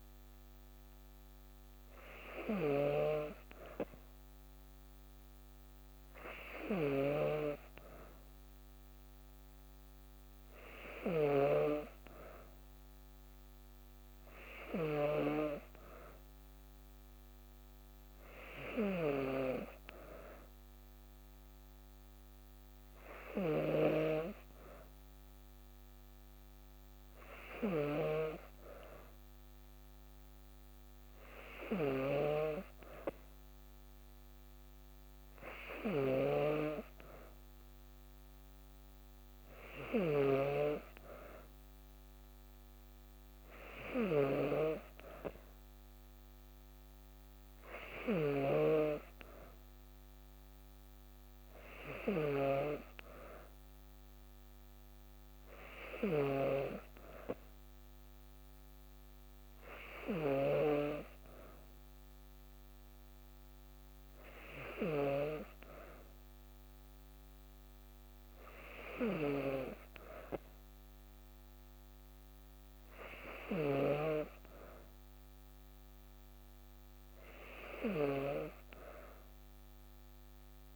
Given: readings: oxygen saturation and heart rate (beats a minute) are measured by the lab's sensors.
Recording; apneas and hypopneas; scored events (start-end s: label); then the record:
breathing in sleep by a microphone on the trachea; none
none scored
From the record:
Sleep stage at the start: N2 (light sleep); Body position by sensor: on the back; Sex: female